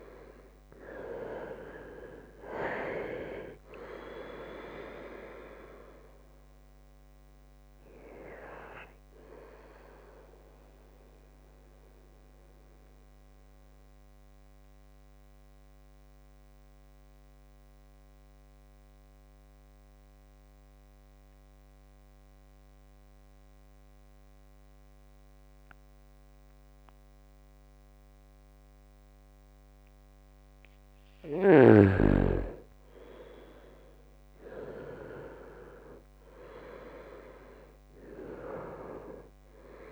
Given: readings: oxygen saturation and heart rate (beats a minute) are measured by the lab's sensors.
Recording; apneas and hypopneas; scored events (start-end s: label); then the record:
breathing in sleep by a microphone on the trachea; 1
0.00-3.00 s: arousal
1.50-27.50 s: oxygen desaturation (device-marked, oxygen 99% before, 91% lowest, heart rate 69 before, 65 extreme)
2.50-4.50 s: long interval between heartbeats (device-marked, heart rate 69 before, 66 extreme)
11.50-30.50 s: mixed apnea (oxygen 99% before, 88% lowest, heart rate 69 before, 65 extreme, up 0 after)
32.00-36.50 s: arousal
34.50-39.92 s: oxygen desaturation (device-marked, oxygen 99% before, 88% lowest, heart rate 71 before, 65 extreme)
From the record:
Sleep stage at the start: N2 (light sleep); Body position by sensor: on the right side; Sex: male